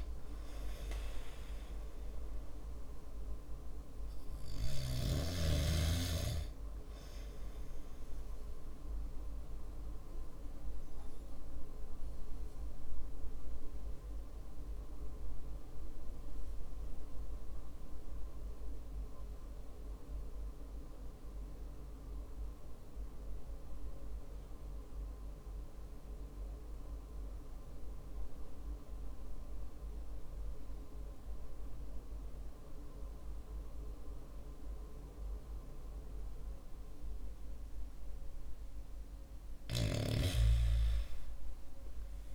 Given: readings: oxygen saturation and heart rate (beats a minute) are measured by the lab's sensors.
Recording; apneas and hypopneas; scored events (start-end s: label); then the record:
breathing in sleep by a room microphone; 1
10.50-37.50 s: obstructive apnea (oxygen 97% before, 93% lowest, heart rate 58 before, 48 extreme, up 3 after)
From the record:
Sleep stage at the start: N2 (light sleep); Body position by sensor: on the back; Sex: male